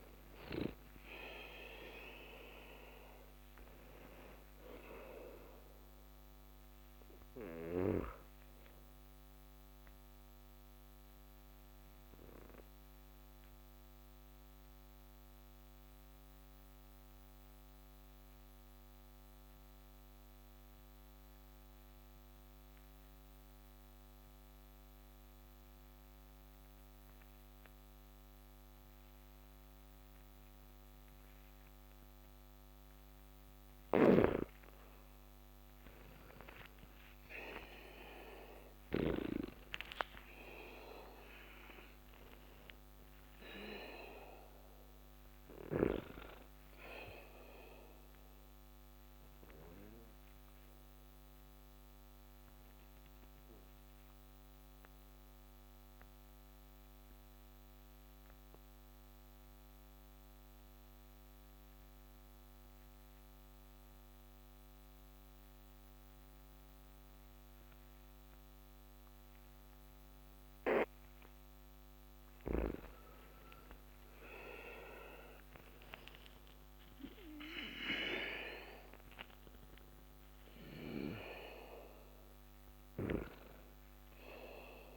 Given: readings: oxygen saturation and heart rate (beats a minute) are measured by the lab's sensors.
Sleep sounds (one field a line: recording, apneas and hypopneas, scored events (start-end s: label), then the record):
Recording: breathing in sleep by a microphone on the trachea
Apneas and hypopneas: 2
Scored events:
0.00-1.00 s: arousal
0.00-28.00 s: oxygen desaturation (device-marked, oxygen 97% before, 85% lowest)
10.50-34.00 s: obstructive apnea (oxygen 97% before, 84% lowest)
33.50-39.00 s: snoring (device-marked)
38.00-42.00 s: arousal
42.00-66.00 s: oxygen desaturation (device-marked, oxygen 98% before, 84% lowest)
49.00-72.00 s: mixed apnea (oxygen 98% before, 84% lowest)
75.00-77.50 s: arousal
79.00-84.97 s: oxygen desaturation (device-marked, oxygen 97% before, 85% lowest)
From the record:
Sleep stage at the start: N2 (light sleep)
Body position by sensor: on the back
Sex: male